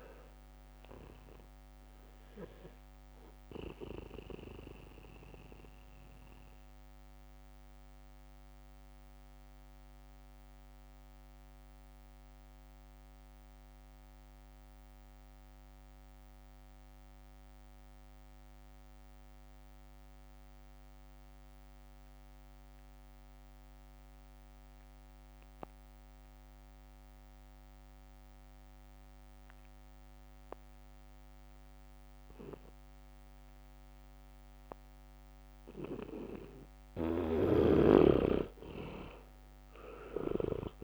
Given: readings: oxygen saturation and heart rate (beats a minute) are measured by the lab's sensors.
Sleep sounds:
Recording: breathing in sleep by a microphone on the trachea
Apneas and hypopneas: 1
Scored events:
0.00-19.00 s: oxygen desaturation (device-marked, oxygen 78% lowest, heart rate 62 extreme)
5.50-36.00 s: mixed apnea (oxygen 99% before, 76% lowest, heart rate 66 before, 62 extreme, up 0 after)
27.50-31.00 s: leg movement (device-marked)
30.00-40.83 s: oxygen desaturation (device-marked, oxygen 99% before, 76% lowest, heart rate 73 before, 62 extreme)
33.00-35.00 s: leg movement (device-marked)
39.50-40.83 s: arousal
From the record:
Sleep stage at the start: N2 (light sleep)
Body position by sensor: on the back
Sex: male

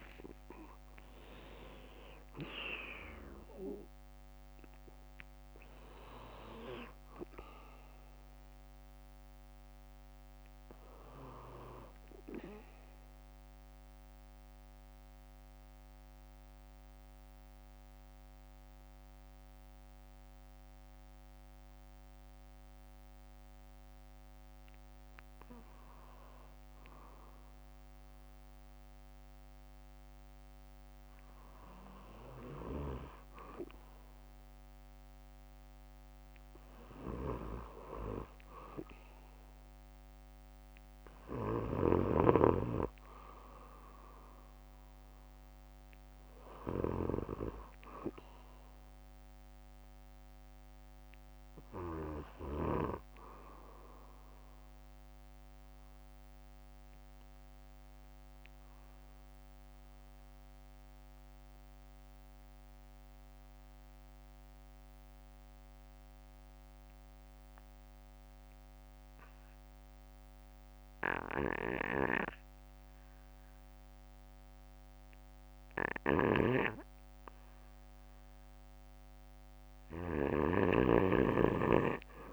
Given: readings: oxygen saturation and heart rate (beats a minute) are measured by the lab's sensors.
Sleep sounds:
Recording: breathing in sleep by a microphone on the trachea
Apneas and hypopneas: 2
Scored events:
0.00-2.50 s: arousal
11.50-25.50 s: central apnea (oxygen 95% before, 93% lowest, heart rate 65 before, 57 extreme, up 7 after)
12.00-14.00 s: bradycardia (device-marked, heart rate 62 before, 60 extreme)
28.00-32.50 s: arousal
53.00-76.50 s: obstructive apnea (oxygen 97% before, 91% lowest, heart rate 64 before, 54 extreme, up 17 after)
62.00-64.00 s: bradycardia (device-marked, heart rate 62 before, 57 extreme)
67.00-69.00 s: bradycardia (device-marked, heart rate 62 before, 55 extreme)
70.00-79.00 s: bradycardia (device-marked, heart rate 62 before, 54 extreme)
From the record:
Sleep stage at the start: N2 (light sleep)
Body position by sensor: on the back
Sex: male

